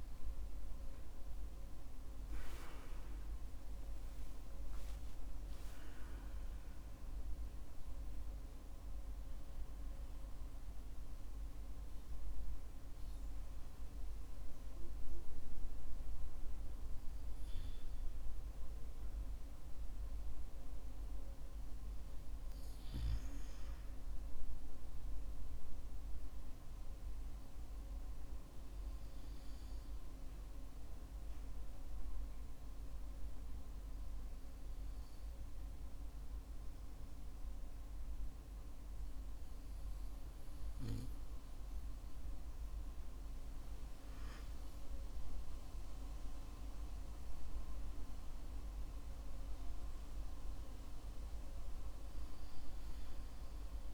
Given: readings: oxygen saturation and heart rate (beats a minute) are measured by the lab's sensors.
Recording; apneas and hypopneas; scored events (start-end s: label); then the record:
breathing in sleep, hard to hear, by a room microphone; 1
0.00-2.50 s: arousal
28.50-42.00 s: hypopnea (oxygen 96% before, 95% lowest, heart rate 59 before, 50 extreme, up 18 after)
44.50-48.00 s: arousal
From the record:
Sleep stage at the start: N2 (light sleep); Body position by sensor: on the back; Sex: male